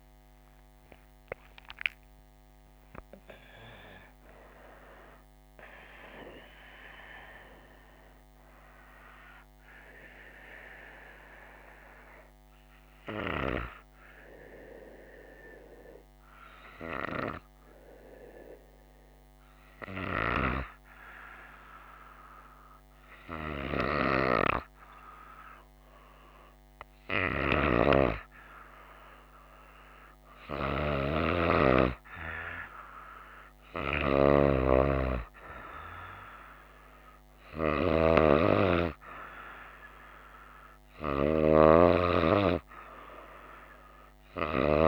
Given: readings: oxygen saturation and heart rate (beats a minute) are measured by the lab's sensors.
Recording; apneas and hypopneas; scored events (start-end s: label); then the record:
breathing in sleep by a microphone on the trachea; 1
13.50-28.00 s: hypopnea (oxygen 98% before, 94% lowest, heart rate 80 before, 56 extreme, up 4 after)
21.50-44.88 s: new sleep stage, N2 (light sleep)
30.00-34.50 s: arousal
31.50-44.88 s: oxygen desaturation (device-marked, oxygen 97% before, 94% lowest, heart rate 63 before, 57 extreme)
From the record:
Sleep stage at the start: N1 (lightest sleep); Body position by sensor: on the right side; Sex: female